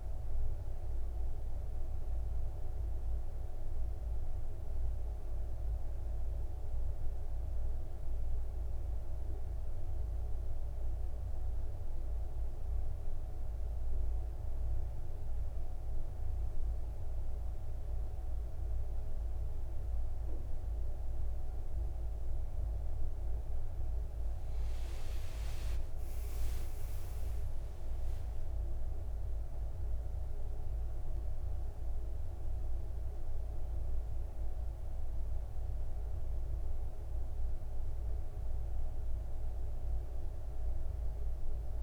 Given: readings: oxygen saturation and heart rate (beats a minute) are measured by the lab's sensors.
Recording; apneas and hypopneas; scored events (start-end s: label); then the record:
breathing in sleep, hard to hear, by a room microphone; 1
5.50-22.00 s: hypopnea (oxygen 98% before, 94% lowest, heart rate 64 before, 55 extreme, up 27 after)
24.50-41.83 s: oxygen desaturation (device-marked, oxygen 99% before, 94% lowest, heart rate 57 before, 53 extreme)
25.00-29.00 s: arousal
26.00-28.00 s: long interval between heartbeats (device-marked, heart rate 57 before, 73 extreme)
From the record:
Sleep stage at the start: N2 (light sleep); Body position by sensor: on the back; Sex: male